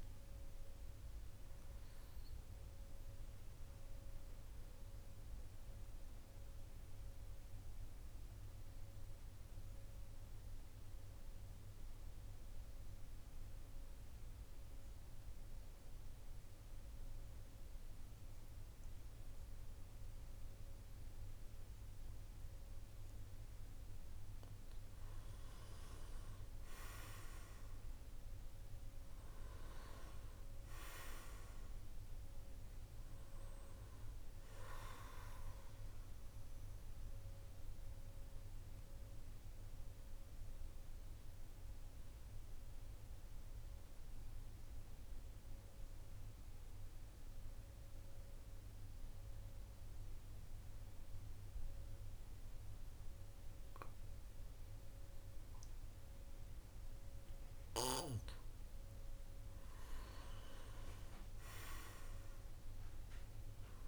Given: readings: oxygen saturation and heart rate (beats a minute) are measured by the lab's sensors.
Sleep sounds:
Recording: breathing in sleep by a room microphone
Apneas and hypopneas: 2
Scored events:
0.00-9.00 s: oxygen desaturation (device-marked, oxygen 90% lowest, heart rate 47 extreme)
3.00-24.50 s: mixed apnea (oxygen 96% before, 90% lowest, heart rate 56 before, 46 extreme, up 5 after)
26.00-50.00 s: oxygen desaturation (device-marked, oxygen 99% before, 91% lowest, heart rate 51 before, 46 extreme)
26.50-29.50 s: arousal
35.50-57.50 s: mixed apnea (oxygen 99% before, 89% lowest, heart rate 54 before, 46 extreme, up 8 after)
59.00-62.00 s: arousal
59.00-63.88 s: oxygen desaturation (device-marked, oxygen 99% before, 93% lowest, heart rate 49 before, 49 extreme)
From the record:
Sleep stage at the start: N2 (light sleep)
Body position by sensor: on the back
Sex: male

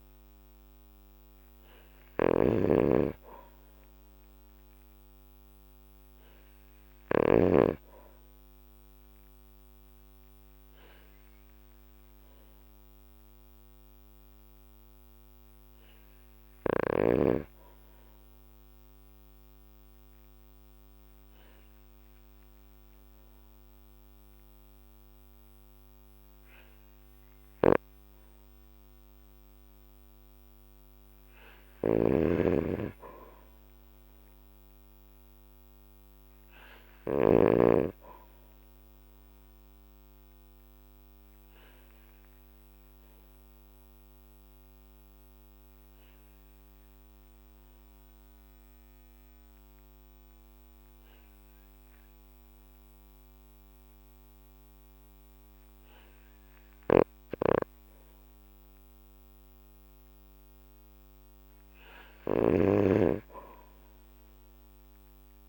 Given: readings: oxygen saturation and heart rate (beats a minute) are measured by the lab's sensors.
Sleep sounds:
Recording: breathing in sleep by a microphone on the trachea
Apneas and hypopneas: 2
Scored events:
0.00-7.00 s: snoring (device-marked)
17.00-30.00 s: obstructive apnea (oxygen 100% before, 94% lowest, heart rate 54 before, 52 extreme, up 4 after)
31.50-37.00 s: snoring (device-marked)
32.50-36.00 s: arousal
38.50-55.50 s: obstructive apnea (oxygen 100% before, 93% lowest, heart rate 55 before, 52 extreme, up 2 after)
38.50-59.50 s: oxygen desaturation (device-marked, oxygen 99% before, 95% lowest, heart rate 55 before, 51 extreme)
56.50-65.49 s: snoring (device-marked)
63.00-65.49 s: arousal
From the record:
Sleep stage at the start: N2 (light sleep)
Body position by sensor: on the back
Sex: male

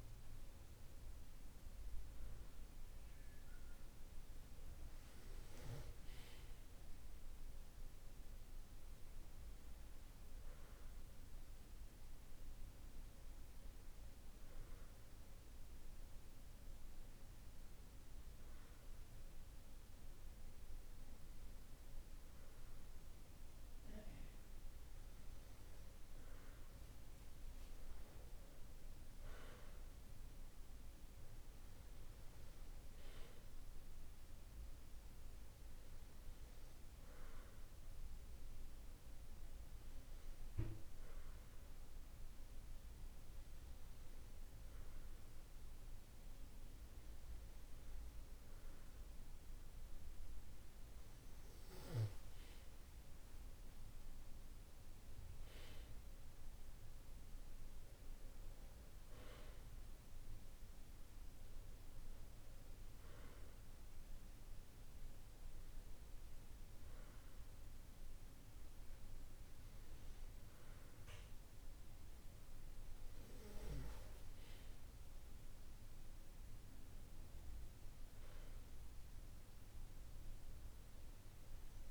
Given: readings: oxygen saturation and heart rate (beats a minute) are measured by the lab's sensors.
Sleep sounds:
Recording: breathing in sleep, hard to hear, by a room microphone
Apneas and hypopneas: none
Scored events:
none scored
From the record:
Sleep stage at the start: N2 (light sleep)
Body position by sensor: on the back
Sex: male

